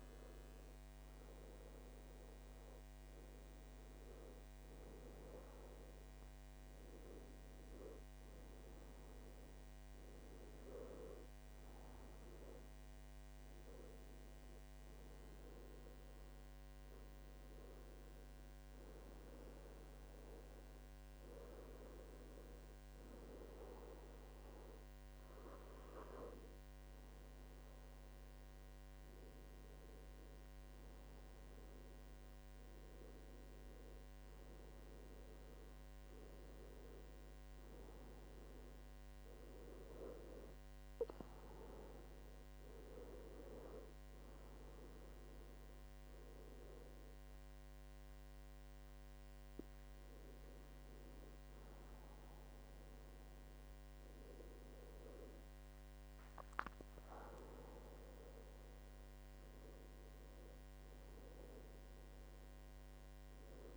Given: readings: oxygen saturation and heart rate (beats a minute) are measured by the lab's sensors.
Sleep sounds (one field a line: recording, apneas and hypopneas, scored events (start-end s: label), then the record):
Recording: breathing in sleep by a microphone on the trachea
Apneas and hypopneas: none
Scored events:
1.50-3.50 s: long interval between heartbeats (device-marked, heart rate 75 before, 74 extreme)
12.00-15.00 s: arousal
From the record:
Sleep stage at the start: N2 (light sleep)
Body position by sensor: on the back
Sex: male